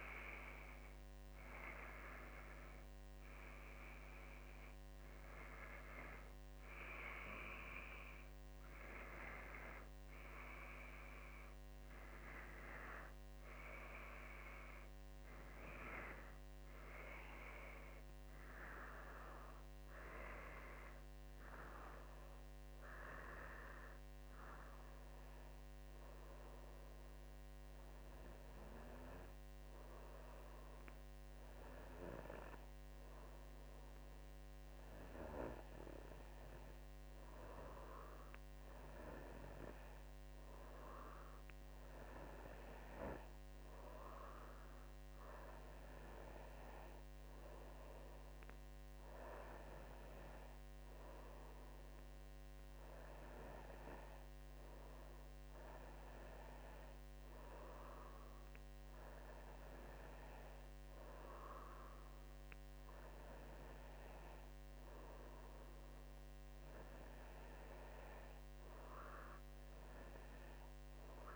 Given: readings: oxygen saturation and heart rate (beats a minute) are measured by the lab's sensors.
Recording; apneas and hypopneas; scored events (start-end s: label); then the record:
breathing in sleep by a microphone on the trachea; none
none scored
From the record:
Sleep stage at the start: N2 (light sleep); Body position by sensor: on the back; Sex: female